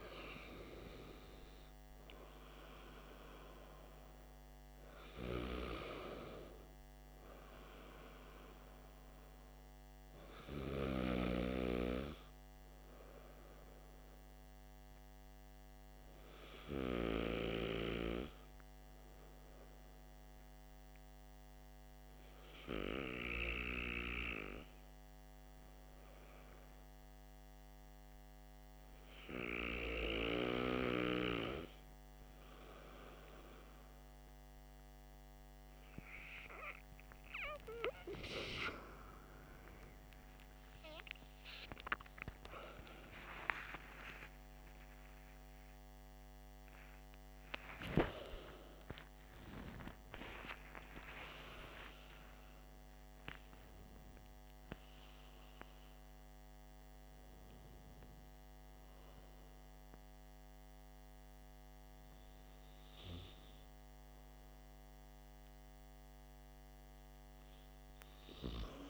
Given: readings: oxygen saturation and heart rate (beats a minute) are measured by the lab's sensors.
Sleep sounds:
breathing in sleep by a microphone on the trachea; 1
12.50-35.00 s: hypopnea (oxygen 96% before, 93% lowest, heart rate 61 before, 52 extreme, up 12 after)
42.00-48.00 s: arousal
From the record:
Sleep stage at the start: N2 (light sleep); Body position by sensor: on the back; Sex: male

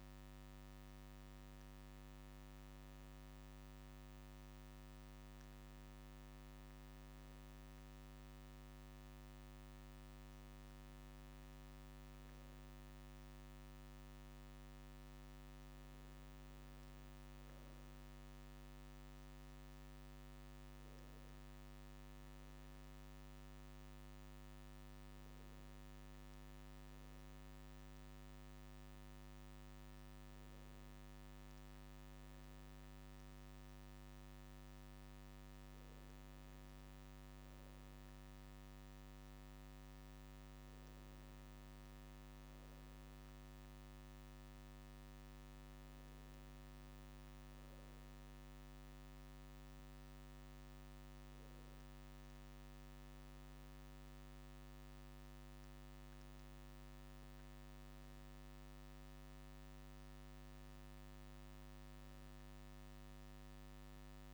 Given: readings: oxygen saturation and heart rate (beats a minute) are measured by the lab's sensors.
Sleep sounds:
a person awake in a sleep study, hard to hear, by a microphone on the trachea; none
none scored
From the record:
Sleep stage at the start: awake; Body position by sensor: on the right side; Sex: male

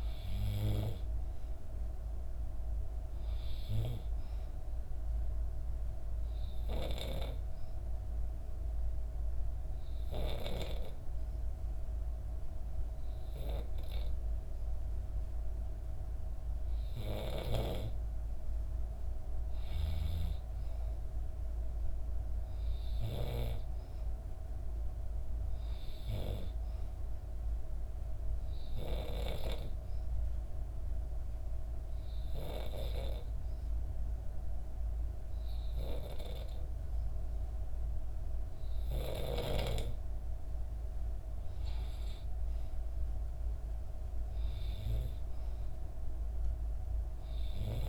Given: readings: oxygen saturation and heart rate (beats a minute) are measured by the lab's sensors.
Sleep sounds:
breathing in sleep by a room microphone; 2
0.00-1.00 s: arousal
5.50-16.00 s: obstructive apnea (oxygen 95% before, 93% lowest, heart rate 65 before, 63 extreme, up 2 after)
19.00-23.50 s: arousal
30.00-40.50 s: obstructive apnea (oxygen 96% before, 90% lowest, heart rate 64 before, 63 extreme, up 2 after)
42.00-46.50 s: arousal
From the record:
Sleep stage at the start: N2 (light sleep); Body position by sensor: on the back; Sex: female

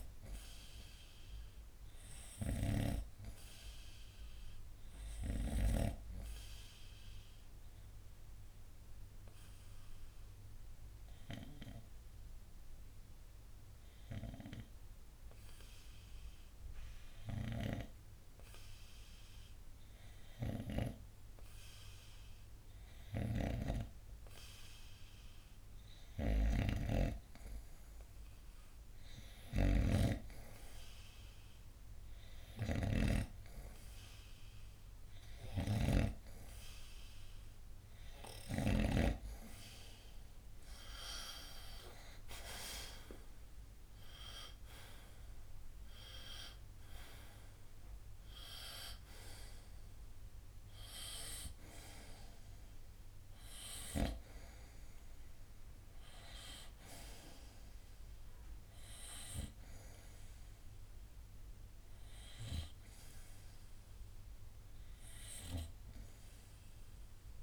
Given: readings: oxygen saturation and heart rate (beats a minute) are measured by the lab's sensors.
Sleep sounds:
breathing in sleep by a room microphone; 1
0.00-3.00 s: snoring (device-marked)
7.50-18.00 s: obstructive apnea (oxygen 92% before, 89% lowest, heart rate 68 before, 66 extreme, up 2 after)
19.50-23.50 s: arousal
26.50-39.00 s: snoring (device-marked)
42.50-46.50 s: arousal
From the record:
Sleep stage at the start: N2 (light sleep); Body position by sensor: on the front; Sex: male

